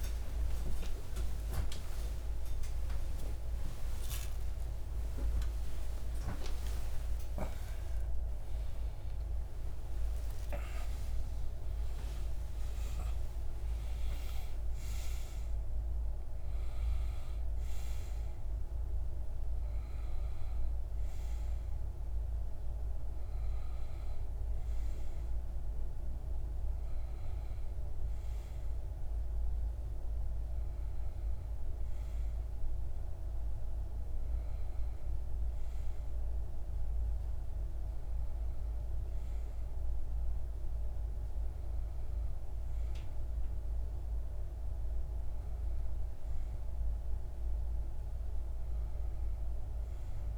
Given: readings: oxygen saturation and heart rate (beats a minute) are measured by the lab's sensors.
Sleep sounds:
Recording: a person partly awake in a sleep study, hard to hear, by a room microphone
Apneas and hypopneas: none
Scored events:
12.50-20.50 s: oxygen desaturation (device-marked, oxygen 94% before, 90% lowest)
20.50-50.37 s: new sleep stage, N1 (lightest sleep)
From the record:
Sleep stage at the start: awake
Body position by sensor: on the back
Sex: male

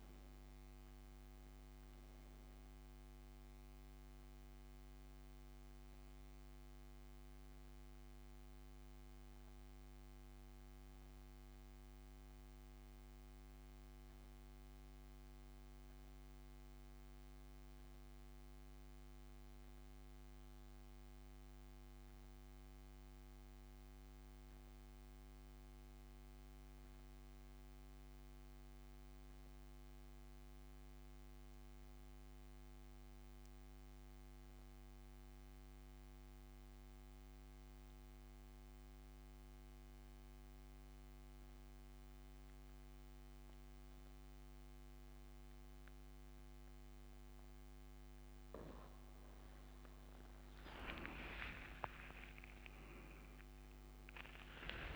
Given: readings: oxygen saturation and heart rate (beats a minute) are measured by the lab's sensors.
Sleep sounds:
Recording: breathing in sleep, hard to hear, by a microphone on the trachea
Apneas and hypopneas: 1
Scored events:
6.50-47.50 s: mixed apnea (oxygen 100% before, 86% lowest, heart rate 79 before, 59 extreme, up 36 after)
11.50-43.50 s: oxygen desaturation (device-marked, oxygen 96% before, 86% lowest, heart rate 74 before, 59 extreme)
51.00-54.96 s: arousal
From the record:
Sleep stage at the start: N2 (light sleep)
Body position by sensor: on the back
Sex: male

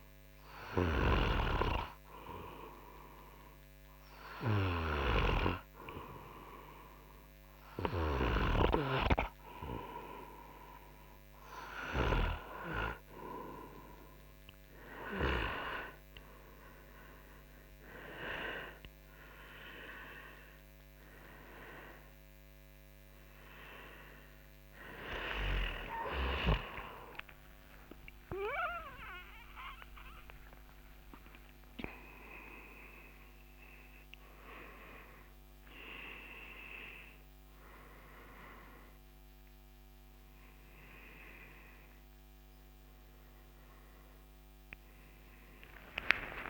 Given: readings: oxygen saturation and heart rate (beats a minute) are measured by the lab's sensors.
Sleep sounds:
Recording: a person awake in a sleep study, by a microphone on the trachea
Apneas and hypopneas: none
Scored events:
17.50-46.50 s: new sleep stage, awake
From the record:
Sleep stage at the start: N3 (deep sleep)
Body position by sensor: on the front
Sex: male

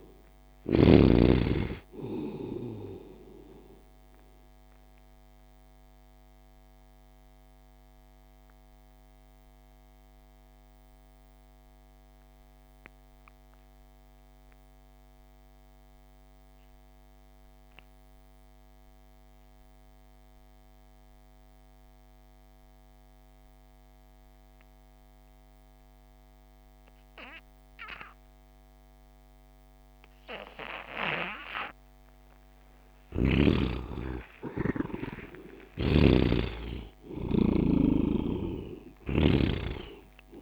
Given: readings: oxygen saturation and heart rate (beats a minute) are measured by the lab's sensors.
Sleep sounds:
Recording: breathing in sleep by a microphone on the trachea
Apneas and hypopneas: 1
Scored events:
0.00-1.00 s: snoring (device-marked)
0.00-21.00 s: oxygen desaturation (device-marked, oxygen 60% lowest)
5.00-33.00 s: mixed apnea (oxygen 87% before, 60% lowest)
32.00-40.42 s: oxygen desaturation (device-marked, oxygen 100% before, 72% lowest)
33.00-40.42 s: snoring (device-marked)
34.00-38.00 s: arousal
From the record:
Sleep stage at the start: REM sleep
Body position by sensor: on the right side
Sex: male

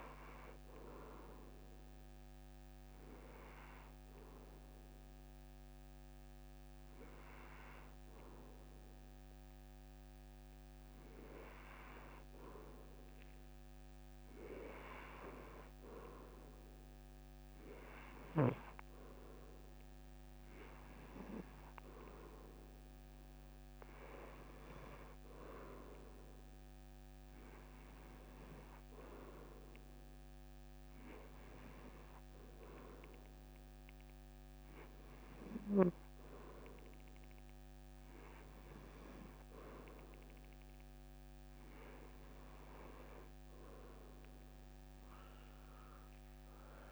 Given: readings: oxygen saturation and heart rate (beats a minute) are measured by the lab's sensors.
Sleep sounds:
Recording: breathing in sleep by a microphone on the trachea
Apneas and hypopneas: none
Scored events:
0.00-12.00 s: oxygen desaturation (device-marked, oxygen 88% lowest)
20.00-27.00 s: oxygen desaturation (device-marked, oxygen 95% before, 89% lowest)
45.00-46.91 s: arousal
From the record:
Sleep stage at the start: N2 (light sleep)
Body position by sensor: on the back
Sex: male

